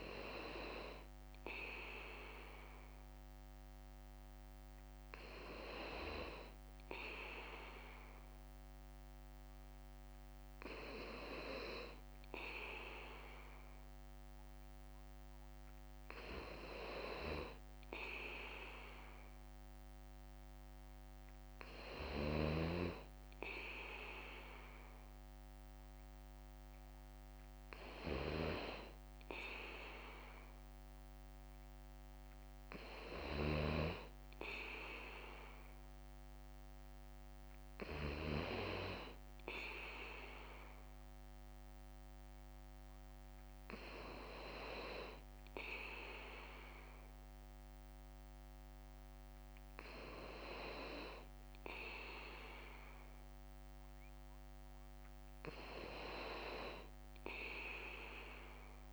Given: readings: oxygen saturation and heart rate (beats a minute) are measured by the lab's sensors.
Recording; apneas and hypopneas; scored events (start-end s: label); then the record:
breathing in sleep by a microphone on the trachea; none
0.00-58.93 s: bradycardia (device-marked, heart rate 56 extreme)
From the record:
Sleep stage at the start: N2 (light sleep); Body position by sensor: on the back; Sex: male